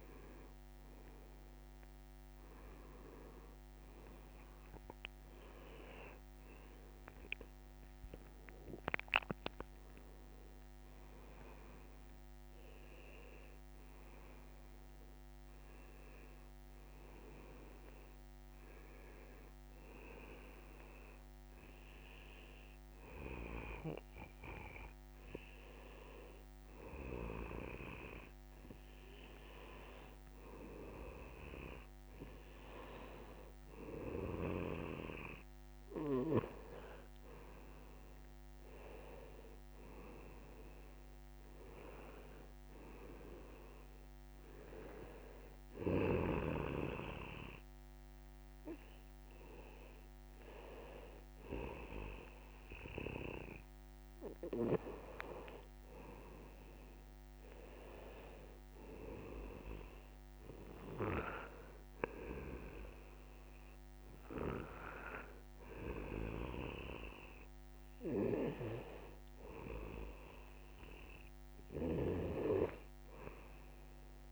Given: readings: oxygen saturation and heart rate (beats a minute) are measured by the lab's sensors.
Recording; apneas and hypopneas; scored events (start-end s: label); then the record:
breathing in sleep by a microphone on the trachea; 2
7.00-11.50 s: arousal
19.00-29.50 s: hypopnea (oxygen 94% before, 91% lowest, heart rate 112 before, 89 extreme, up 23 after)
32.00-35.50 s: arousal
34.50-74.32 s: new sleep stage, N2 (light sleep)
45.00-56.00 s: hypopnea (oxygen 94% before, 90% lowest, heart rate 110 before, 102 extreme, up 27 after)
60.00-63.00 s: arousal
64.50-74.32 s: oxygen desaturation (device-marked, oxygen 94% before, 91% lowest, heart rate 117 before, 87 extreme)
From the record:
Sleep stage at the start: N1 (lightest sleep); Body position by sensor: on the right side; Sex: male